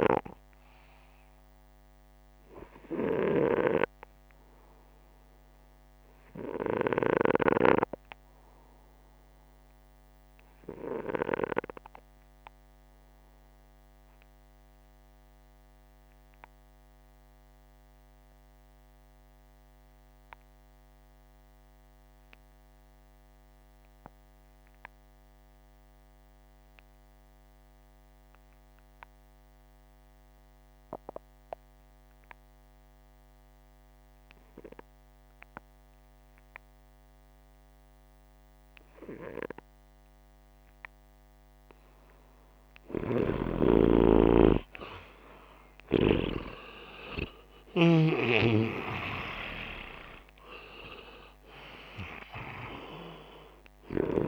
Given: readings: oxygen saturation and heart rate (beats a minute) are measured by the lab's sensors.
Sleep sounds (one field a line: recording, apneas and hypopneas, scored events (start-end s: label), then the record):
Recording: breathing in sleep by a microphone on the trachea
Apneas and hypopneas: 1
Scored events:
0.00-11.00 s: oxygen desaturation (device-marked, oxygen 89% lowest, heart rate 59 extreme)
10.50-40.50 s: obstructive apnea (oxygen 95% before, 84% lowest, heart rate 66 before, 59 extreme, up 11 after)
23.00-35.00 s: oxygen desaturation (device-marked, oxygen 96% before, 92% lowest, heart rate 63 before, 59 extreme)
43.00-47.50 s: snoring (device-marked)
44.00-47.50 s: arousal
From the record:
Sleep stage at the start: N2 (light sleep)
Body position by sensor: upright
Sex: male